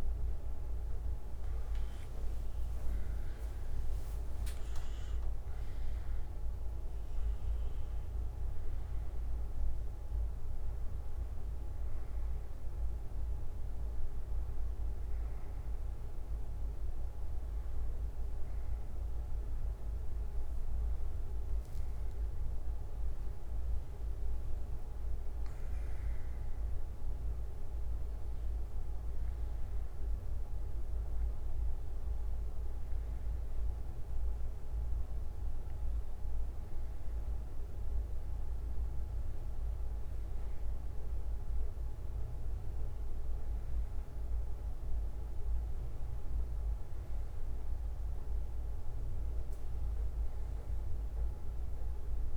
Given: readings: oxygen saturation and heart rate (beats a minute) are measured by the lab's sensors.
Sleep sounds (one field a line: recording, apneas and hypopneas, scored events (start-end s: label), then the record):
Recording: breathing in sleep, hard to hear, by a room microphone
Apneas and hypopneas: none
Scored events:
32.50-35.50 s: bradycardia (device-marked, heart rate 69 before, 60 extreme)
From the record:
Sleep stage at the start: N1 (lightest sleep)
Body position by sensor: on the back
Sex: male